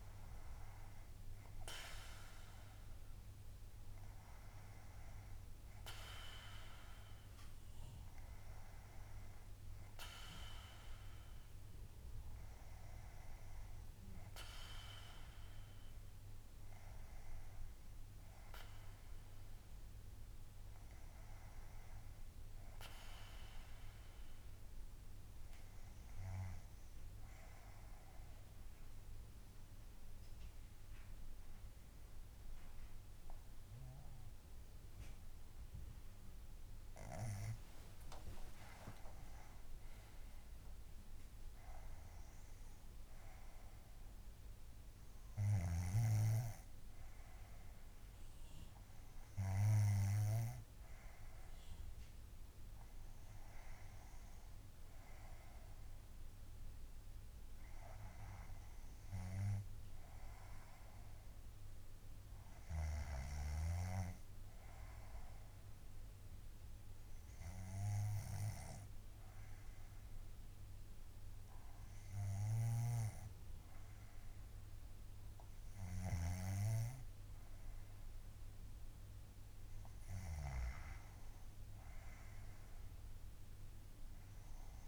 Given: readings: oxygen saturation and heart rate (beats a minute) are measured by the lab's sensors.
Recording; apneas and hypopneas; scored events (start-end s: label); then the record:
breathing in sleep by a room microphone; 2
8.50-16.50 s: oxygen desaturation (device-marked, oxygen 94% before, 90% lowest, heart rate 70 before, 58 extreme)
28.50-38.50 s: obstructive apnea (oxygen 99% before, 95% lowest, heart rate 65 before, 52 extreme, up 15 after)
39.00-43.50 s: arousal
66.00-78.50 s: obstructive apnea (oxygen 98% before, 95% lowest, heart rate 62 before, 60 extreme, up 2 after)
76.00-84.88 s: snoring (device-marked)
80.50-84.00 s: arousal
From the record:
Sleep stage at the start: N2 (light sleep); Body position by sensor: on the back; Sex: female